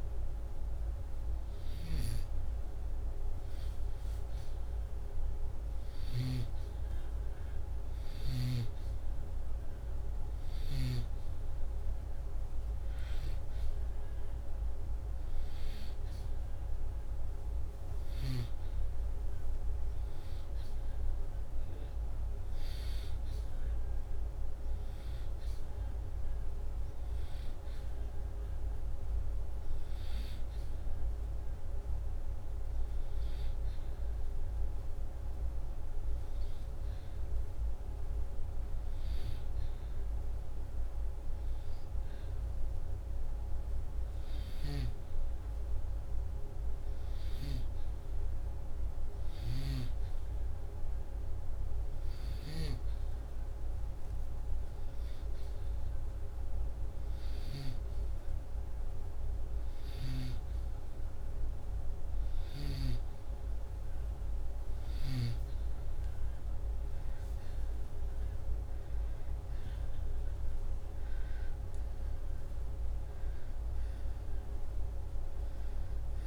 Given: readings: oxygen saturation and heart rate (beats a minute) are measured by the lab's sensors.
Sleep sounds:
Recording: breathing in sleep, hard to hear, by a room microphone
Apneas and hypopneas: none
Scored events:
none scored
From the record:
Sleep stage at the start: N2 (light sleep)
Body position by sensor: upright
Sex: male

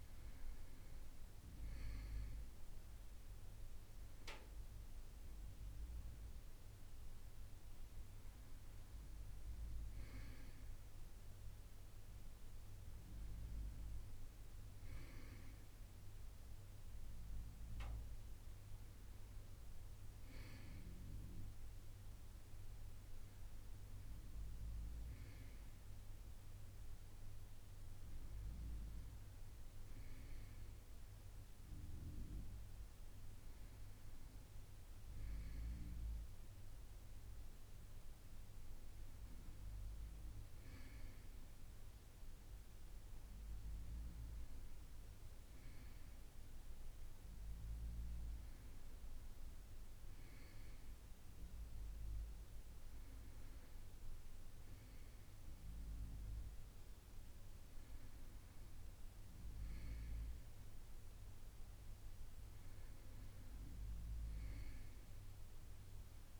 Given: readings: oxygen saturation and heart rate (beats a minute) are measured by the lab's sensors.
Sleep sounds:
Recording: a person awake in a sleep study, hard to hear, by a room microphone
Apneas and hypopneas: none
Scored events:
none scored
From the record:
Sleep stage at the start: awake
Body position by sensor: on the right side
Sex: male

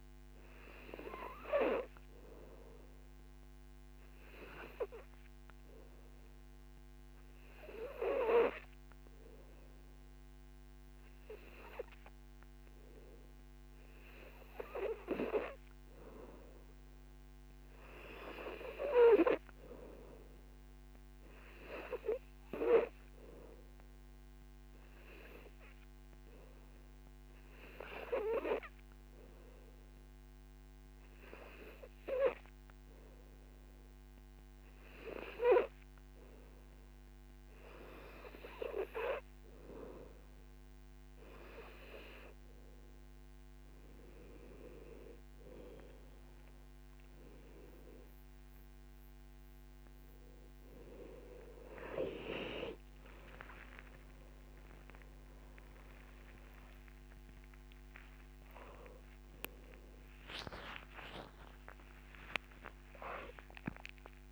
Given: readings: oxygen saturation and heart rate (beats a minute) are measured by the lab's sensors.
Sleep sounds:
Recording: a person partly awake in a sleep study, by a microphone on the trachea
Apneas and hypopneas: 1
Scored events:
0.00-15.00 s: oxygen desaturation (device-marked, oxygen 92% lowest, heart rate 52 extreme)
4.50-15.00 s: obstructive apnea (oxygen 98% before, 91% lowest, heart rate 58 before, 52 extreme, up 6 after)
17.00-19.50 s: arousal
44.00-64.32 s: new sleep stage, awake
48.50-50.50 s: long interval between heartbeats (device-marked, heart rate 61 before, 86 extreme)
56.00-58.00 s: long interval between heartbeats (device-marked, heart rate 78 before, 88 extreme)
61.00-63.00 s: long interval between heartbeats (device-marked, heart rate 86 before, 127 extreme)
From the record:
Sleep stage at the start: N2 (light sleep)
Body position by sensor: on the back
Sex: male

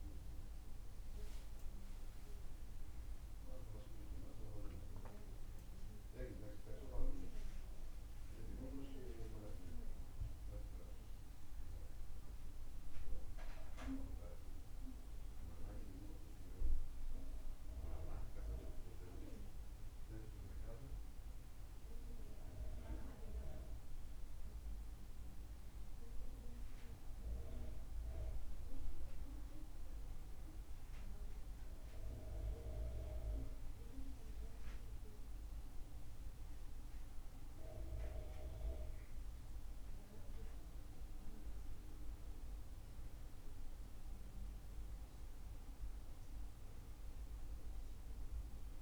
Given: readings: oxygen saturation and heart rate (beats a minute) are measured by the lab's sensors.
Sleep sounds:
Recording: breathing in sleep by a room microphone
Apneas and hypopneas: none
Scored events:
0.00-3.50 s: arousal
12.50-48.82 s: new sleep stage, N2 (light sleep)
From the record:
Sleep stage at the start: N1 (lightest sleep)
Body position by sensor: on the back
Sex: male

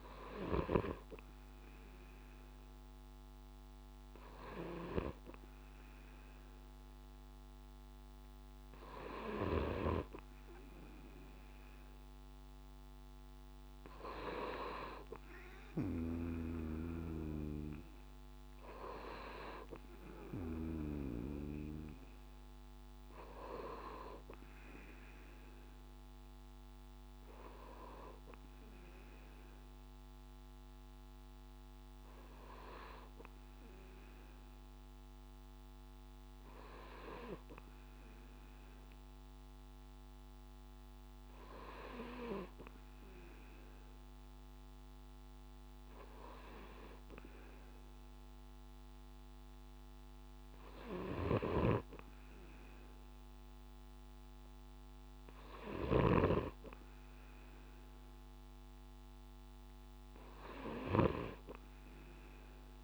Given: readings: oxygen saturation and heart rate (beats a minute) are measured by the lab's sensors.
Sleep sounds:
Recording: breathing in sleep by a microphone on the trachea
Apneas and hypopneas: none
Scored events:
none scored
From the record:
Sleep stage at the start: N2 (light sleep)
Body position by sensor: on the right side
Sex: male

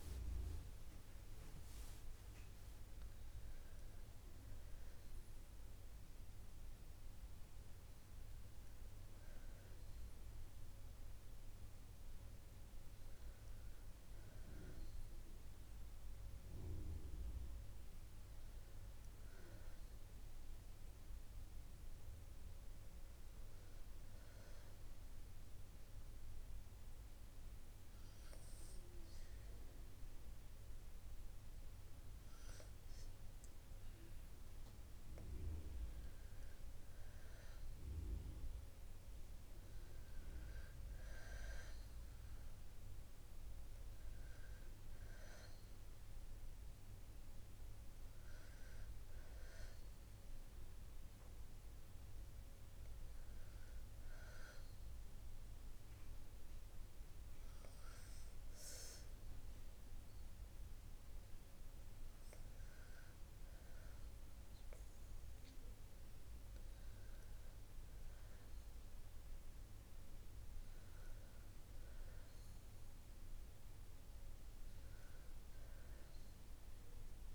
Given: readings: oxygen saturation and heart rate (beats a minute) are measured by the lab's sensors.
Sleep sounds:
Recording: breathing in sleep, hard to hear, by a room microphone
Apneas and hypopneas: 1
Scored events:
25.00-35.50 s: hypopnea (oxygen 94% before, 90% lowest, heart rate 61 before, 58 extreme, up 3 after)
37.50-41.00 s: arousal
42.50-59.50 s: oxygen desaturation (device-marked, oxygen 94% before, 90% lowest, heart rate 59 before, 59 extreme)
From the record:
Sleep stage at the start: N2 (light sleep)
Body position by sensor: on the back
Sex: female

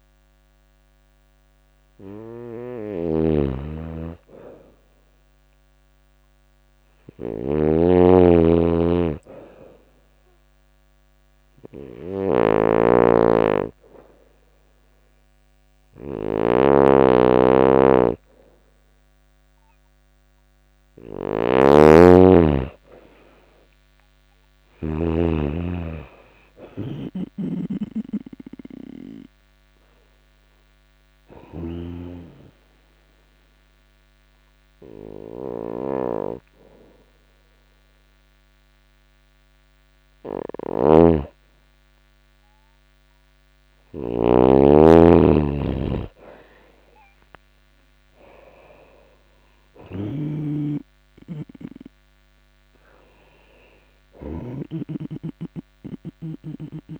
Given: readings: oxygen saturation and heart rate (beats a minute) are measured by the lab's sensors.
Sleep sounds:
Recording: breathing in sleep by a microphone on the trachea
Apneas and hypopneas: 2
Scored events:
0.00-24.50 s: snoring (device-marked)
5.00-15.00 s: oxygen desaturation (device-marked, oxygen 97% before, 92% lowest, heart rate 86 before, 85 extreme)
9.50-19.50 s: hypopnea (oxygen 97% before, 91% lowest, heart rate 86 before, 84 extreme, up 4 after)
22.00-25.00 s: arousal
26.50-54.00 s: snoring (device-marked)
28.00-39.50 s: hypopnea (oxygen 96% before, 91% lowest, heart rate 88 before, 84 extreme, up 1 after)
33.00-46.00 s: oxygen desaturation (device-marked, oxygen 94% before, 91% lowest, heart rate 88 before, 84 extreme)
43.50-48.00 s: arousal
56.00-57.00 s: oxygen desaturation (device-marked, oxygen 97% before, 91% lowest, heart rate 86 before, 85 extreme)
From the record:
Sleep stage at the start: N2 (light sleep)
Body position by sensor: on the right side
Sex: female

